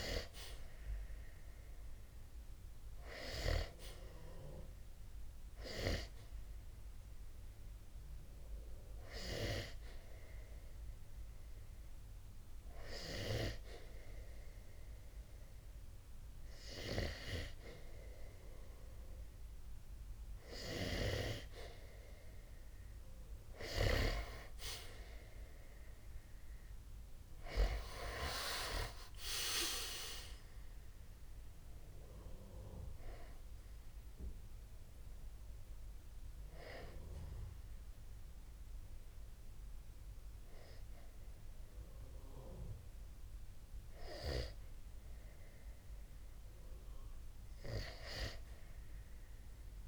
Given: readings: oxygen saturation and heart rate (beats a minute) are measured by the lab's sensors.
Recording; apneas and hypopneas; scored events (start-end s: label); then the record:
breathing in sleep by a room microphone; 2
0.00-12.00 s: oxygen desaturation (device-marked, oxygen 90% lowest, heart rate 60 extreme)
8.00-20.50 s: hypopnea (oxygen 94% before, 91% lowest, heart rate 60 before, 60 extreme, up 2 after)
23.00-26.00 s: arousal
33.00-44.50 s: hypopnea (oxygen 95% before, 89% lowest, heart rate 62 before, 60 extreme, up 5 after)
47.00-49.88 s: arousal
From the record:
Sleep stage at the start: N2 (light sleep); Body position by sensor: on the back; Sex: male